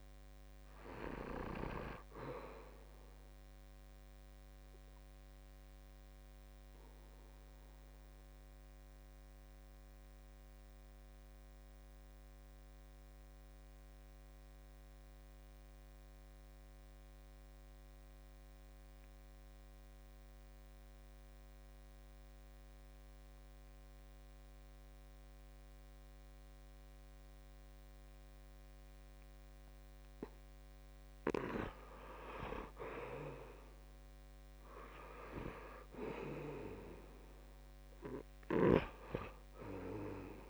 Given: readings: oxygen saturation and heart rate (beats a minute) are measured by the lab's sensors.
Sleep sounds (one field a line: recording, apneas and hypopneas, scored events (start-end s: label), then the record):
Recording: breathing in sleep by a microphone on the trachea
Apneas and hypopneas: 1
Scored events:
0.00-15.00 s: oxygen desaturation (device-marked, oxygen 78% lowest, heart rate 64 extreme)
5.50-30.00 s: obstructive apnea (oxygen 95% before, 78% lowest, heart rate 71 before, 64 extreme, up 7 after)
30.00-40.50 s: oxygen desaturation (device-marked, oxygen 96% before, 81% lowest, heart rate 67 before, 66 extreme)
33.00-36.50 s: arousal
From the record:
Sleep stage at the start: N2 (light sleep)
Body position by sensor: on the back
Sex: male